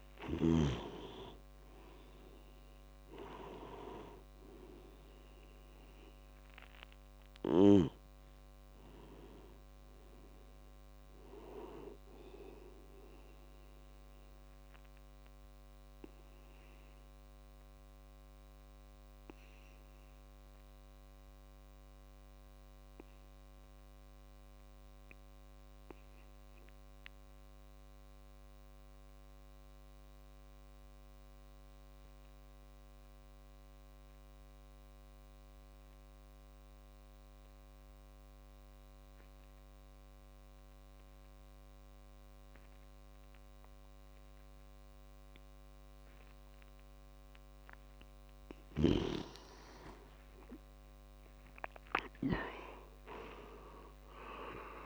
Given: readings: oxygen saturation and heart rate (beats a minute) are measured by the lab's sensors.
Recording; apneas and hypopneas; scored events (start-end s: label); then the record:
breathing in sleep by a microphone on the trachea; 1
0.00-23.50 s: oxygen desaturation (device-marked, oxygen 88% lowest)
16.00-48.00 s: obstructive apnea (oxygen 96% before, 87% lowest)
39.50-54.86 s: oxygen desaturation (device-marked, oxygen 98% before, 87% lowest)
49.50-52.50 s: arousal
From the record:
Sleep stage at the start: N2 (light sleep); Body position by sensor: on the back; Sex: male